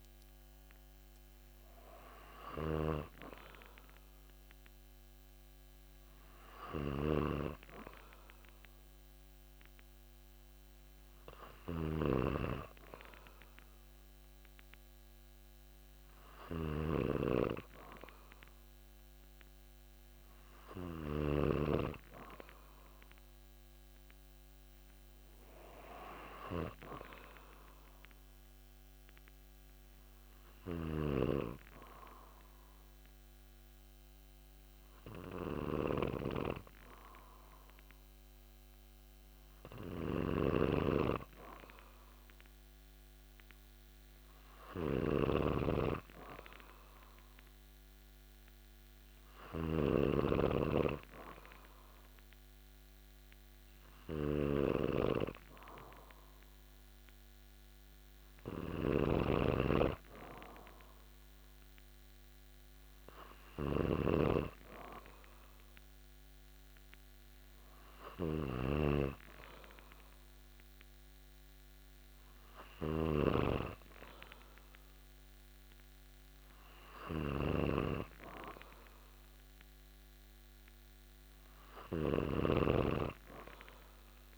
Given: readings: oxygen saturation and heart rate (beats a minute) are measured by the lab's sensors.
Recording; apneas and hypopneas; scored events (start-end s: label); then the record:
breathing in sleep by a microphone on the trachea; 1
0.00-21.50 s: snoring (device-marked)
21.50-24.00 s: arousal
27.00-41.00 s: hypopnea (oxygen 96% before, 95% lowest)
30.50-84.38 s: snoring (device-marked)
43.50-47.00 s: arousal
From the record:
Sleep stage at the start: N2 (light sleep); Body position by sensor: on the back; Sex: male